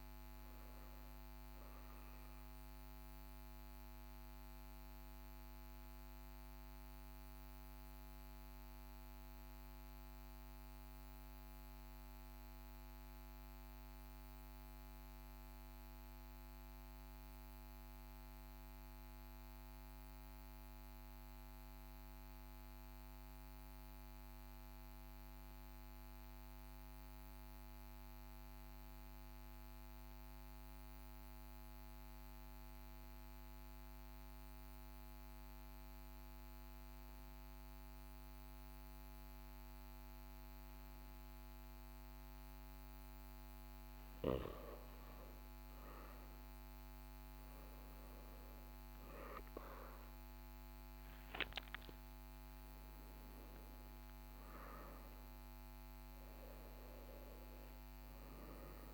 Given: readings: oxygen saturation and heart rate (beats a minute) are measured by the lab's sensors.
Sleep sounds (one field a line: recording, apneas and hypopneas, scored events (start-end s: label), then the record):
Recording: breathing in sleep, hard to hear, by a microphone on the trachea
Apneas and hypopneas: 1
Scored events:
4.00-43.50 s: obstructive apnea (oxygen 99% before, 90% lowest, heart rate 43 before, 41 extreme, up 3 after)
33.00-58.94 s: oxygen desaturation (device-marked, oxygen 98% before, 90% lowest, heart rate 43 before, 39 extreme)
45.00-50.50 s: arousal
From the record:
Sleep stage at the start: N2 (light sleep)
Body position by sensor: on the right side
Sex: male